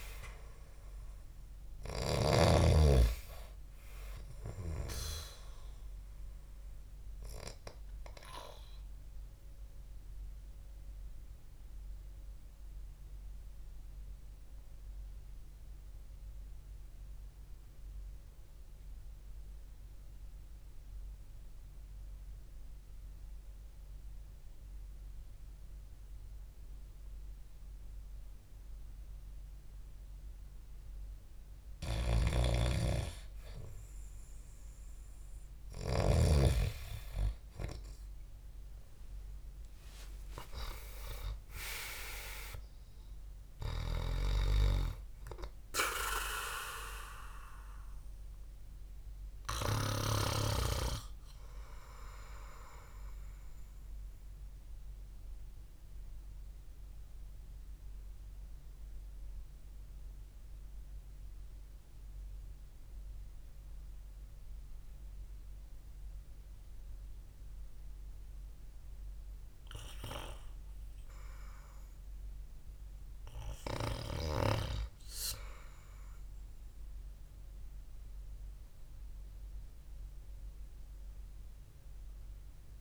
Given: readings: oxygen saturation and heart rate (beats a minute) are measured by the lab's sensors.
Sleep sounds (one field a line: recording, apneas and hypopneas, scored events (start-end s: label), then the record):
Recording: breathing in sleep by a room microphone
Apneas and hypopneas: 2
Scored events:
0.00-14.50 s: oxygen desaturation (device-marked, oxygen 94% lowest, heart rate 52 extreme)
8.50-31.50 s: obstructive apnea (oxygen 98% before, 92% lowest, heart rate 57 before, 52 extreme)
32.50-36.50 s: snoring (device-marked)
37.50-42.00 s: arousal
52.00-71.00 s: obstructive apnea (oxygen 99% before, 92% lowest, heart rate 60 before, 50 extreme, up 3 after)
60.50-66.50 s: oxygen desaturation (device-marked, oxygen 96% before, 92% lowest, heart rate 62 before, 52 extreme)
73.00-76.50 s: arousal
From the record:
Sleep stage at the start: REM sleep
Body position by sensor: on the back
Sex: male